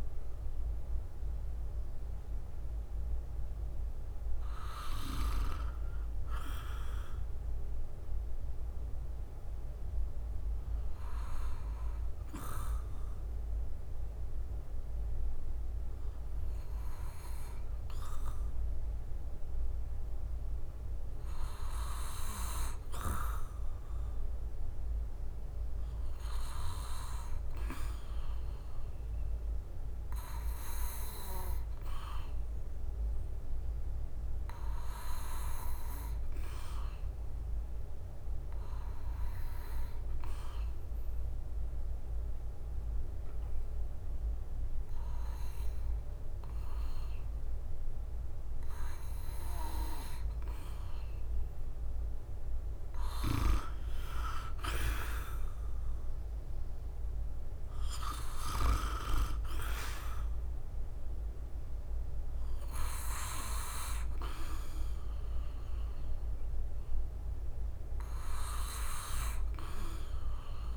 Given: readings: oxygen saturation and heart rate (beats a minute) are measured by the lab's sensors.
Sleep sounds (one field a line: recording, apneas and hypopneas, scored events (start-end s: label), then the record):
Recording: breathing in sleep by a room microphone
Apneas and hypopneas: 2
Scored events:
9.50-56.50 s: bradycardia (device-marked, heart rate 57 before, 51 extreme)
10.00-21.00 s: hypopnea (oxygen 98% before, 92% lowest, heart rate 66 before, 52 extreme)
25.00-29.00 s: arousal
29.50-55.50 s: oxygen desaturation (device-marked, oxygen 98% before, 93% lowest, heart rate 56 before, 51 extreme)
37.00-49.50 s: hypopnea (oxygen 99% before, 90% lowest, heart rate 53 before, 51 extreme, up 2 after)
40.50-65.50 s: drop in pulse transit time (device-marked, heart rate 53 before, 51 extreme)
57.00-61.50 s: arousal
From the record:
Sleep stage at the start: N2 (light sleep)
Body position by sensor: on the back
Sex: male